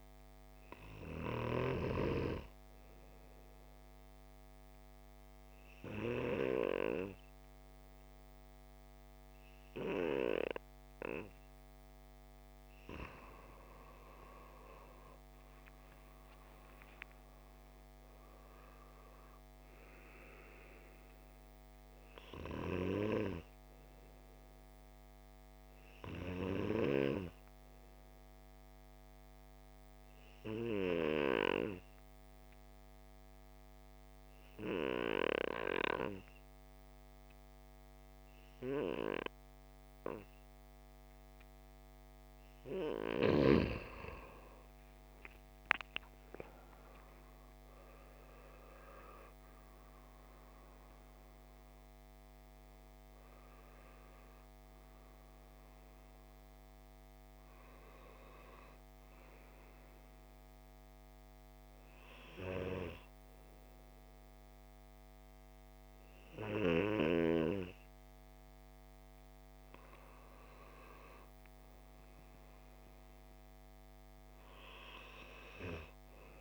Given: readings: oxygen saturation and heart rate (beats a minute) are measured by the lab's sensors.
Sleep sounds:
breathing in sleep by a microphone on the trachea; 2
2.50-12.50 s: obstructive apnea (oxygen 92% before, 90% lowest)
14.00-18.00 s: arousal
28.00-42.50 s: obstructive apnea (oxygen 97% before, 90% lowest)
46.00-50.50 s: arousal
51.00-75.00 s: oxygen desaturation (device-marked, oxygen 96% before, 90% lowest)
From the record:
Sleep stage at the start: N2 (light sleep); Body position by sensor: on the left side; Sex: male

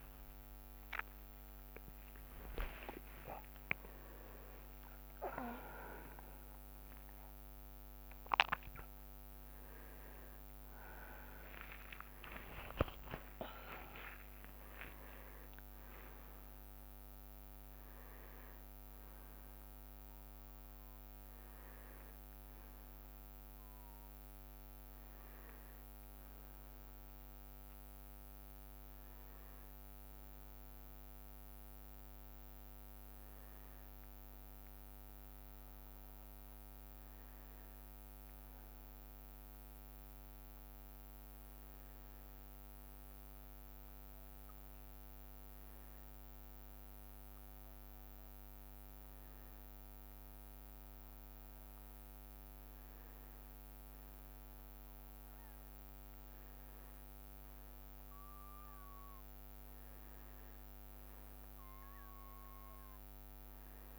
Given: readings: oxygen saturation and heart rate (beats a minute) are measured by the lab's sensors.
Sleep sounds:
a person partly awake in a sleep study, by a microphone on the trachea; none
18.50-63.99 s: new sleep stage, N1 (lightest sleep)
20.00-23.50 s: leg movement (device-marked)
24.00-26.00 s: leg movement (device-marked)
From the record:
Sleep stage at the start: awake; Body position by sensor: on the back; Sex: male

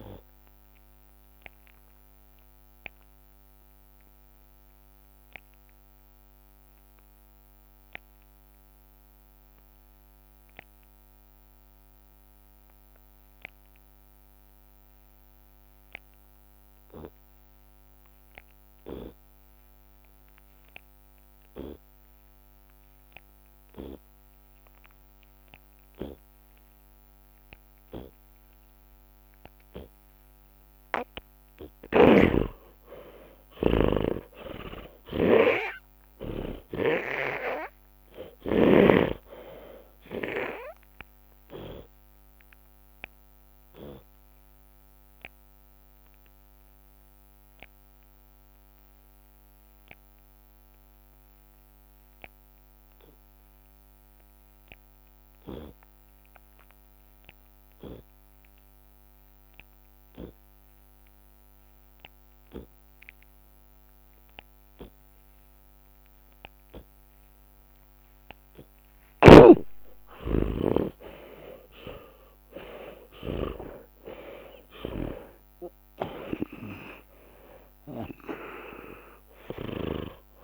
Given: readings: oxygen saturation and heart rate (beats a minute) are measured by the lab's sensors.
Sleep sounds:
breathing in sleep by a microphone on the trachea; 2
0.00-4.00 s: drop in pulse transit time (device-marked, heart rate 68 extreme)
1.50-29.50 s: obstructive apnea (oxygen 96% before, 80% lowest)
17.00-25.00 s: drop in pulse transit time (device-marked, heart rate 53 before, 57 extreme)
19.00-21.00 s: long interval between heartbeats (device-marked, heart rate 51 before, 64 extreme)
24.00-26.00 s: long interval between heartbeats (device-marked, heart rate 50 before, 83 extreme)
25.00-30.00 s: tachycardia (device-marked, heart rate 84 before, 115 extreme)
26.50-28.50 s: long interval between heartbeats (device-marked, heart rate 57 before, 97 extreme)
28.50-30.50 s: long interval between heartbeats (device-marked, heart rate 65 before, 115 extreme)
31.50-33.50 s: long interval between heartbeats (device-marked, heart rate 77 before, 130 extreme)
31.50-35.50 s: arousal
35.00 s: drop in pulse transit time (device-marked)
36.50-38.50 s: long interval between heartbeats (device-marked, heart rate 89 before, 66 extreme)
37.00-55.00 s: drop in pulse transit time (device-marked)
42.00-67.50 s: obstructive apnea (oxygen 96% before, 76% lowest)
57.00-80.44 s: oxygen desaturation (device-marked, oxygen 97% before, 80% lowest)
58.00-60.00 s: long interval between heartbeats (device-marked, heart rate 39 before, 83 extreme)
67.00-69.00 s: long interval between heartbeats (device-marked, heart rate 53 before, 68 extreme)
69.00-80.44 s: tachycardia (device-marked, heart rate 79 before, 166 extreme)
69.50-74.50 s: arousal
70.00-72.00 s: long interval between heartbeats (device-marked, heart rate 62 before, 86 extreme)
73.00-75.00 s: long interval between heartbeats (device-marked, heart rate 72 before, 124 extreme)
75.00-80.44 s: drop in pulse transit time (device-marked)
75.50-77.50 s: long interval between heartbeats (device-marked, heart rate 81 before, 139 extreme)
78.50-80.44 s: long interval between heartbeats (device-marked, heart rate 94 before, 139 extreme)
From the record:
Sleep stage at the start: N2 (light sleep); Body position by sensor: on the back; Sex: male

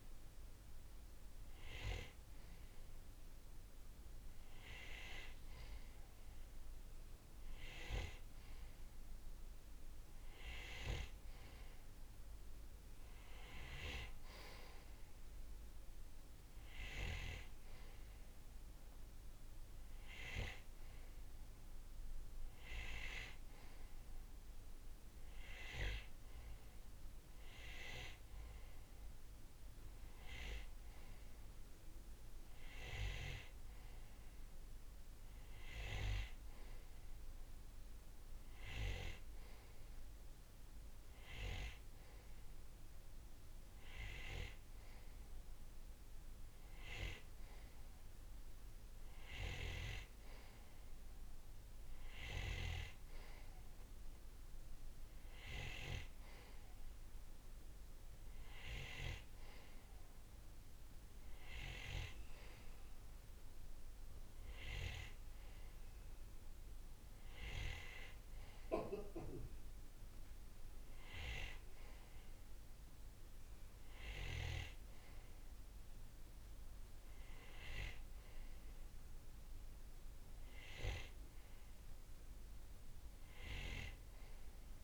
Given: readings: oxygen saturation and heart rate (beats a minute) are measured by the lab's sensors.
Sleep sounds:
breathing in sleep by a room microphone; none
none scored
From the record:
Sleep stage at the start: N2 (light sleep); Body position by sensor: on the right side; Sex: male

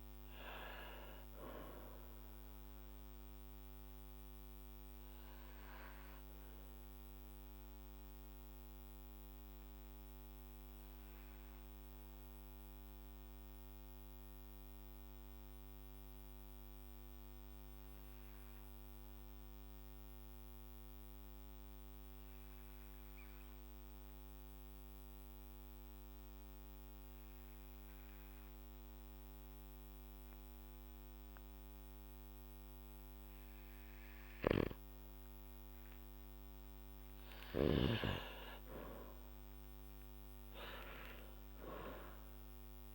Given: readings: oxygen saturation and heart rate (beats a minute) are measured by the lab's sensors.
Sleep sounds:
breathing in sleep by a microphone on the trachea; 1
3.00-35.50 s: obstructive apnea (oxygen 100% before, 95% lowest, heart rate 56 before, 49 extreme, up 7 after)
23.50-33.50 s: oxygen desaturation (device-marked, oxygen 99% before, 96% lowest, heart rate 53 before, 50 extreme)
38.00-42.94 s: arousal
From the record:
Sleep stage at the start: N2 (light sleep); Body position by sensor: on the back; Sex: male

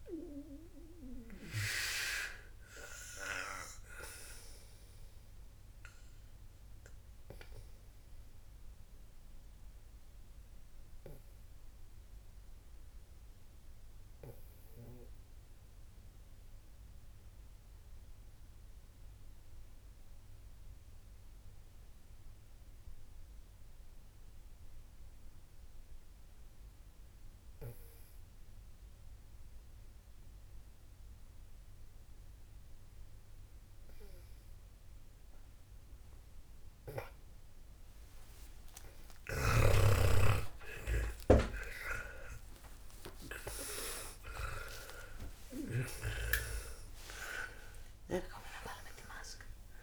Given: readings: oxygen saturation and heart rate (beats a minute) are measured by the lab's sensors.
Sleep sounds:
a person partly awake in a sleep study, by a room microphone; 1
0.00-23.00 s: oxygen desaturation (device-marked, oxygen 91% lowest, heart rate 51 extreme)
5.50-38.50 s: obstructive apnea (oxygen 99% before, 91% lowest, heart rate 64 before, 51 extreme)
28.00-49.83 s: new sleep stage, awake
35.00-48.00 s: oxygen desaturation (device-marked, oxygen 98% before, 94% lowest, heart rate 54 before, 63 extreme)
46.00-49.83 s: snoring (device-marked)
From the record:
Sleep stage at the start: N2 (light sleep); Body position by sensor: on the back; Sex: female

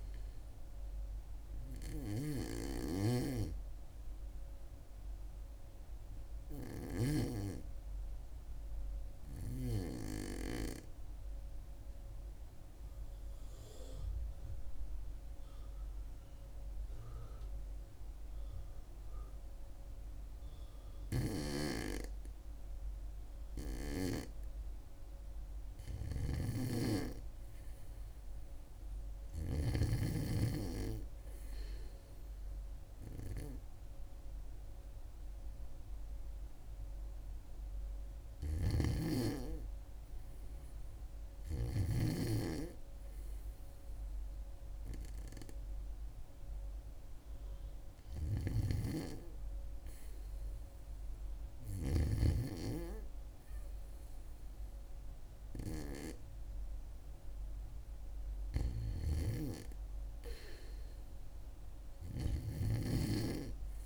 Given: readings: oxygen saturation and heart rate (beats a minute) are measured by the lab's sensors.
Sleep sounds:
breathing in sleep by a room microphone; 1
13.50-25.50 s: obstructive apnea (oxygen 100% before, 89% lowest, heart rate 67 before, 63 extreme, up 1 after)
14.50-47.50 s: oxygen desaturation (device-marked, oxygen 99% before, 89% lowest, heart rate 66 before, 63 extreme)
28.00-31.50 s: arousal
38.00-42.00 s: snoring (device-marked)
52.50-57.50 s: oxygen desaturation (device-marked, oxygen 94% before, 91% lowest, heart rate 67 before, 69 extreme)
From the record:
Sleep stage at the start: REM sleep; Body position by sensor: on the back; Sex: female

